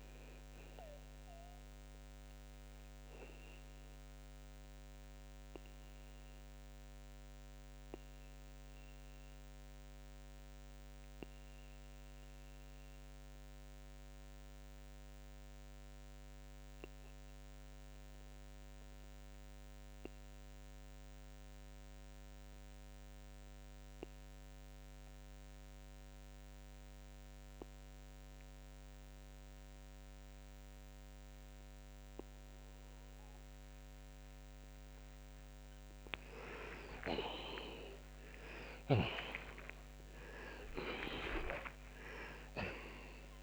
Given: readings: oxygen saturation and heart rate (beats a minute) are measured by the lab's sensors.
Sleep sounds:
breathing in sleep by a microphone on the trachea; 1
5.00-33.50 s: mixed apnea (oxygen 95% before, 82% lowest, heart rate 104 before, 57 extreme)
10.50-35.50 s: oxygen desaturation (device-marked, oxygen 93% before, 84% lowest, heart rate 96 before, 57 extreme)
36.50-43.00 s: arousal
From the record:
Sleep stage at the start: N2 (light sleep); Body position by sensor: on the back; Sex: male

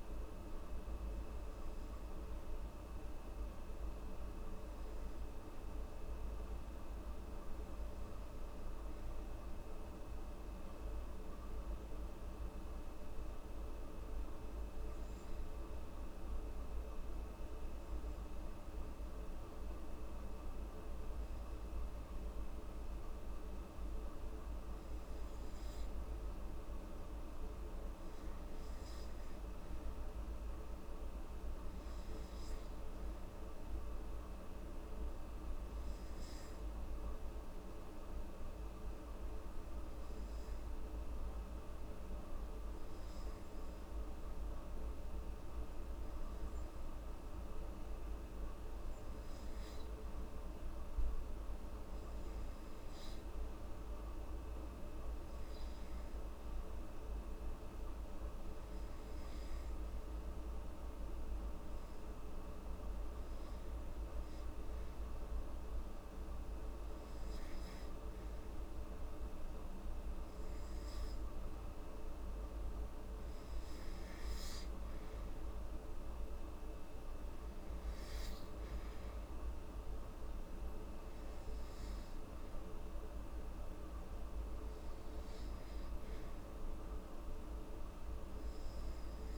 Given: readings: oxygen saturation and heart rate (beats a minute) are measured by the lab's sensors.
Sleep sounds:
breathing in sleep, hard to hear, by a room microphone; 2
1.50-24.50 s: hypopnea (oxygen 96% before, 92% lowest, heart rate 71 before, 69 extreme, up 5 after)
26.50-29.50 s: arousal
39.50-64.00 s: hypopnea (oxygen 97% before, 92% lowest, heart rate 71 before, 71 extreme, up 3 after)
42.00-56.00 s: oxygen desaturation (device-marked, oxygen 95% before, 92% lowest, heart rate 72 before, 71 extreme)
67.50-72.50 s: arousal
From the record:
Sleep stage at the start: N2 (light sleep); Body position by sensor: on the back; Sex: female

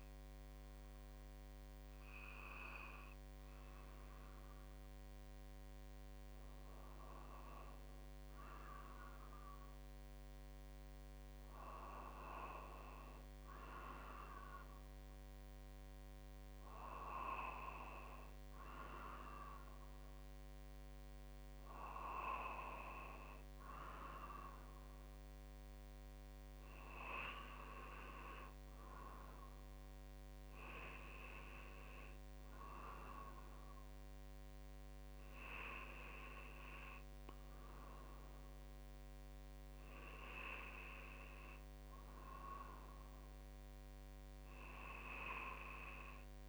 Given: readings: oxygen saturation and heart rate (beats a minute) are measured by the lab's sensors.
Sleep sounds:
breathing in sleep by a microphone on the trachea; none
none scored
From the record:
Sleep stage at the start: N2 (light sleep); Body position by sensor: on the right side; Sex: male

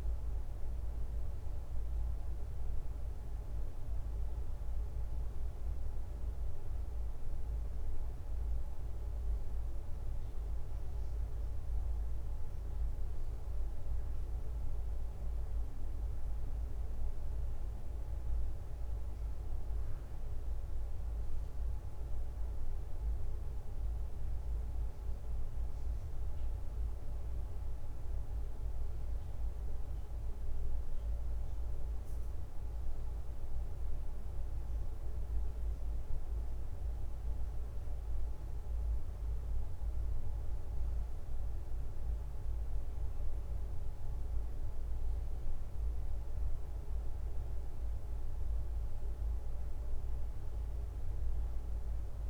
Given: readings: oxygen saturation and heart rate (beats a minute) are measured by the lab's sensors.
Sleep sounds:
a person awake in a sleep study, hard to hear, by a room microphone; none
none scored
From the record:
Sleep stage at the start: awake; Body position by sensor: on the right side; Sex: male

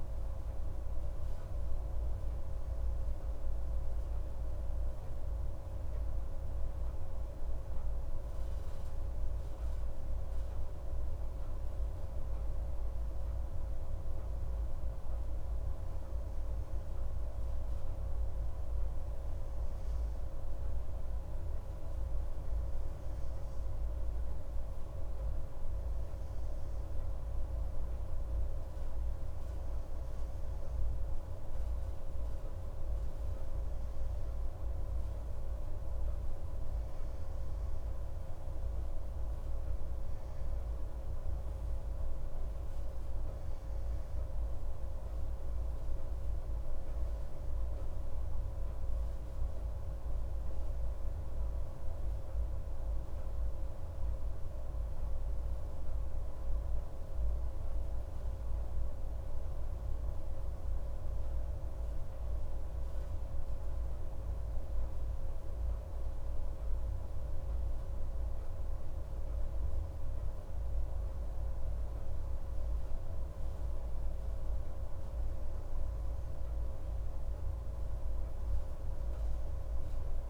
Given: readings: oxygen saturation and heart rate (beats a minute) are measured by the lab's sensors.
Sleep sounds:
breathing in sleep, hard to hear, by a room microphone; none
none scored
From the record:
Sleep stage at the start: N2 (light sleep); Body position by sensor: on the right side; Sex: male

